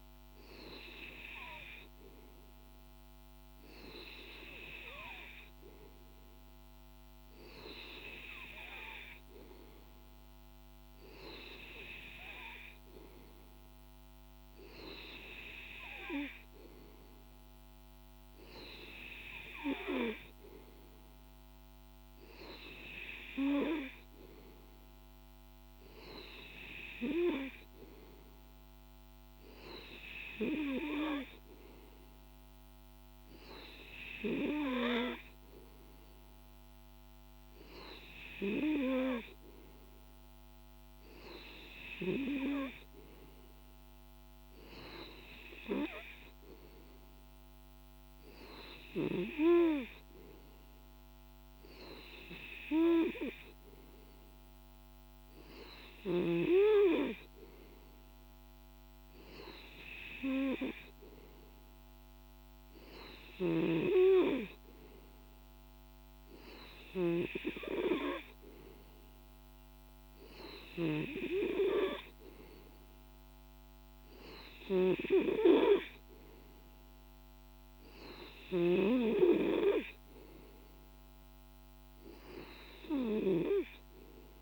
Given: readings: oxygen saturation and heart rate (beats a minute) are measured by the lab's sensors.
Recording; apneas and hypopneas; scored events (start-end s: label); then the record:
breathing in sleep by a microphone on the trachea; none
none scored
From the record:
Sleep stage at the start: N2 (light sleep); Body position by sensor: on the back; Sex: male